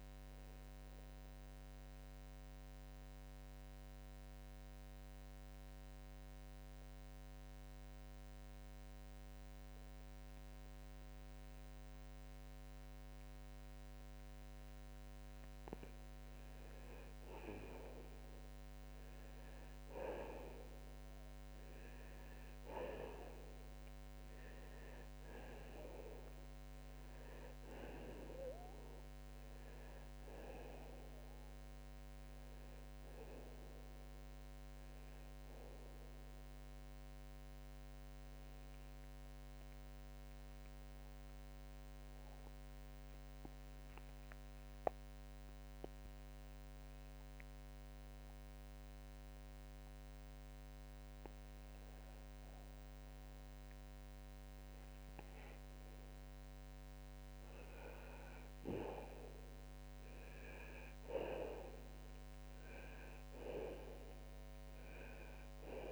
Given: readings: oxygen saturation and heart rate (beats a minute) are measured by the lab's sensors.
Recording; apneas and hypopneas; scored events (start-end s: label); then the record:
breathing in sleep by a microphone on the trachea; 2
1.50-15.00 s: central apnea (oxygen 89% before, 80% lowest)
16.50-20.50 s: arousal
18.50-35.50 s: oxygen desaturation (device-marked, oxygen 88% before, 80% lowest)
38.00-51.00 s: central apnea (oxygen 93% before, 85% lowest, heart rate 50 before, 55 extreme, up 10 after)
49.50-65.92 s: oxygen desaturation (device-marked, oxygen 92% before, 85% lowest, heart rate 63 before, 47 extreme)
53.50-57.00 s: arousal
From the record:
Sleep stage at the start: N2 (light sleep); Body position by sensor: on the left side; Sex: male